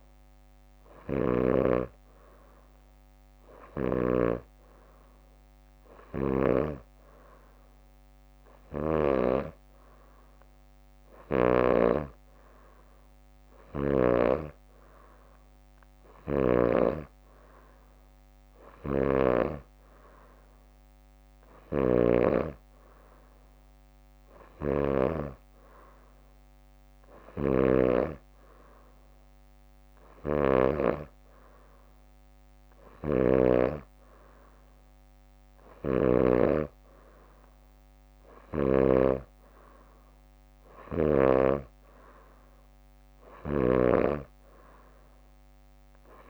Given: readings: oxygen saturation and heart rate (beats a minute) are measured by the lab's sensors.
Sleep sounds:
breathing in sleep by a microphone on the trachea; none
0.00-1.50 s: snoring (device-marked)
11.00-14.50 s: snoring (device-marked)
14.50-24.50 s: drop in pulse transit time (device-marked, heart rate 64 before, 62 extreme)
21.50-31.00 s: snoring (device-marked)
27.00-29.00 s: leg movement (device-marked)
33.00-36.50 s: snoring (device-marked)
From the record:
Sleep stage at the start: N2 (light sleep); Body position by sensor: on the back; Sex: female

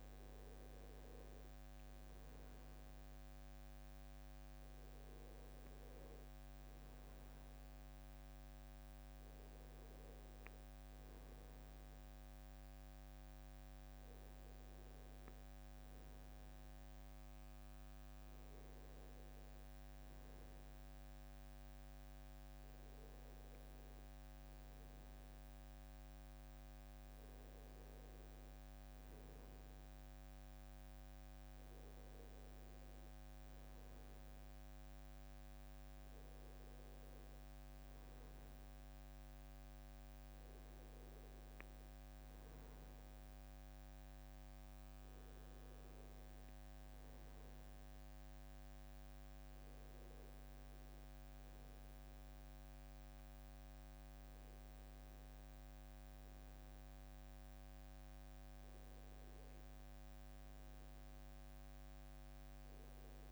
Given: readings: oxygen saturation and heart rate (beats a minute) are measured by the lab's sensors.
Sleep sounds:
a person awake in a sleep study, hard to hear, by a microphone on the trachea; none
0.00-6.50 s: drop in pulse transit time (device-marked, heart rate 72 extreme)
From the record:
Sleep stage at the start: awake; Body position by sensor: on the back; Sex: male

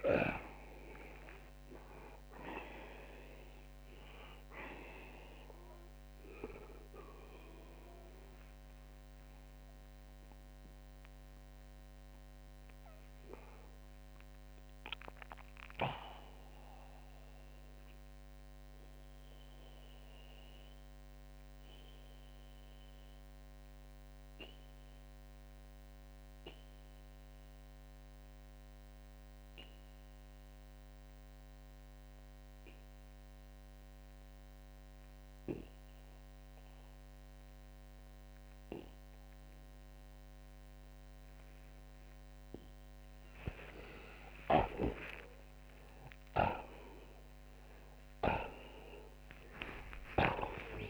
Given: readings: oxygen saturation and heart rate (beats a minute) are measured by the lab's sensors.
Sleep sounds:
breathing in sleep by a microphone on the trachea; 1
12.00-38.00 s: oxygen desaturation (device-marked, oxygen 94% before, 83% lowest, heart rate 101 before, 58 extreme)
17.00-43.50 s: obstructive apnea (oxygen 94% before, 78% lowest, heart rate 105 before, 58 extreme)
44.00-50.90 s: snoring (device-marked)
45.00-49.50 s: arousal
From the record:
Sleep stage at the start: N2 (light sleep); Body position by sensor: on the back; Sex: male

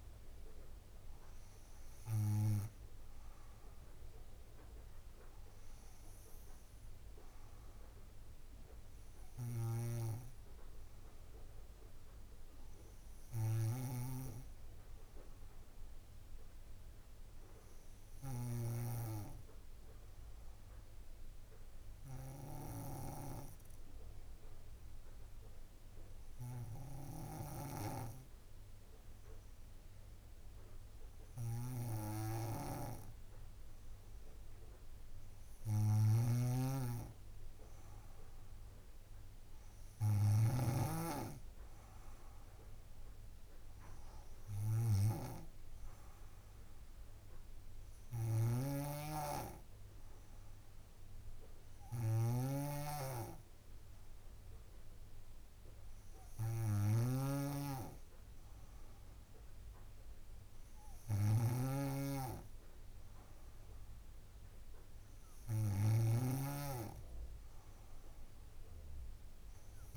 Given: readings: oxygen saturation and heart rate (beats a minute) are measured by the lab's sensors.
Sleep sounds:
breathing in sleep by a room microphone; 1
10.00-13.00 s: arousal
15.50-35.50 s: obstructive apnea (oxygen 97% before, 95% lowest, heart rate 60 before, 55 extreme, up 8 after)
36.00-41.00 s: snoring (device-marked)
36.50-63.50 s: oxygen desaturation (device-marked, oxygen 98% before, 95% lowest, heart rate 56 before, 54 extreme)
38.00-41.00 s: arousal
48.50-69.96 s: snoring (device-marked)
From the record:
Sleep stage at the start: N2 (light sleep); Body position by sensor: on the back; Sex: female

